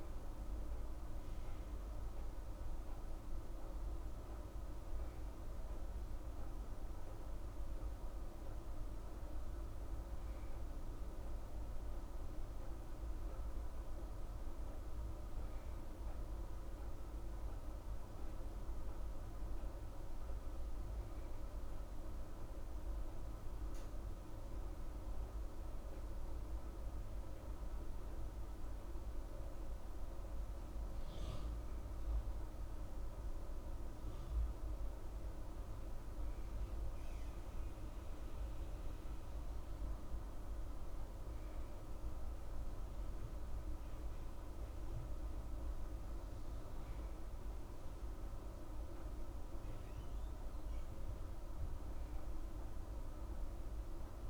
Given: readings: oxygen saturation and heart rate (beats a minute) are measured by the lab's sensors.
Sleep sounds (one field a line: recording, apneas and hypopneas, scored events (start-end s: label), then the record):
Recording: breathing in sleep, hard to hear, by a room microphone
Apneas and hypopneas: none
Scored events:
none scored
From the record:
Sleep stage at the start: N2 (light sleep)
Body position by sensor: on the right side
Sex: female